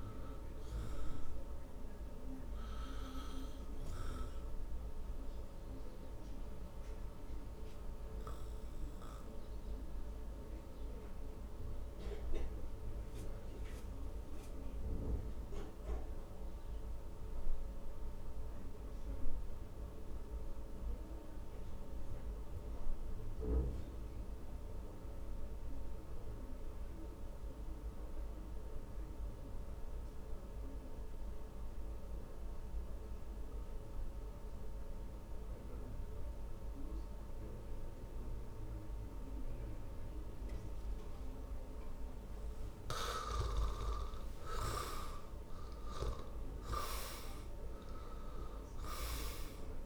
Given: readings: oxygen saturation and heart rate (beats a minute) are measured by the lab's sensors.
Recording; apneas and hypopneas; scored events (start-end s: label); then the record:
breathing in sleep by a room microphone; 1
0.00-23.00 s: oxygen desaturation (device-marked, oxygen 79% lowest, heart rate 55 extreme)
5.50-43.00 s: obstructive apnea (oxygen 96% before, 79% lowest, heart rate 73 before, 55 extreme, up 15 after)
41.00-49.85 s: oxygen desaturation (device-marked, oxygen 98% before, 79% lowest, heart rate 57 before, 55 extreme)
43.50-47.00 s: arousal
From the record:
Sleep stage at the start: N2 (light sleep); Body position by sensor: on the back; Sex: male